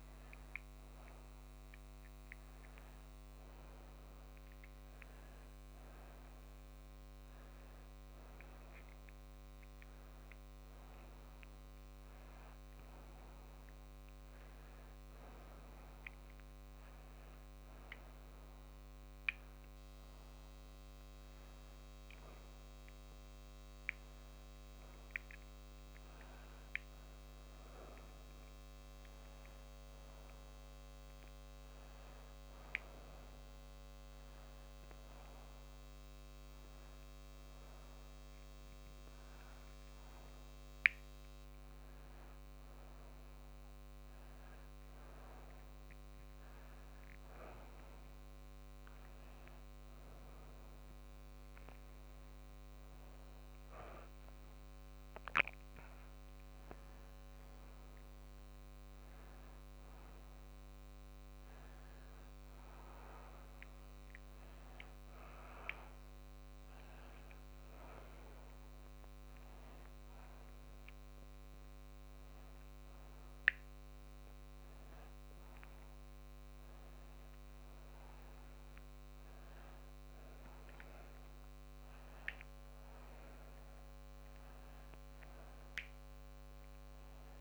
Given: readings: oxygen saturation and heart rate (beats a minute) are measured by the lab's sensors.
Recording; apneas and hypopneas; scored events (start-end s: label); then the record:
a person awake in a sleep study, by a microphone on the trachea; none
none scored
From the record:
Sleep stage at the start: awake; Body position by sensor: on the back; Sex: female